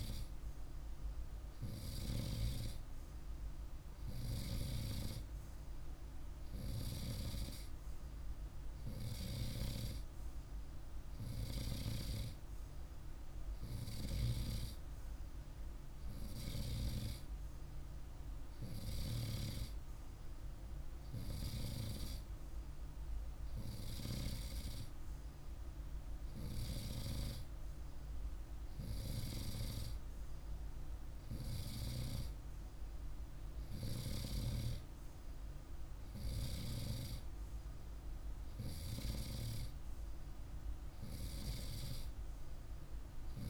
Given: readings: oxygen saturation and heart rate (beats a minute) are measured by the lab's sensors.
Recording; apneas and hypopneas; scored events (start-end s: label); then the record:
breathing in sleep by a room microphone; none
none scored
From the record:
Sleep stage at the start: N2 (light sleep); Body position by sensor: on the right side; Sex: male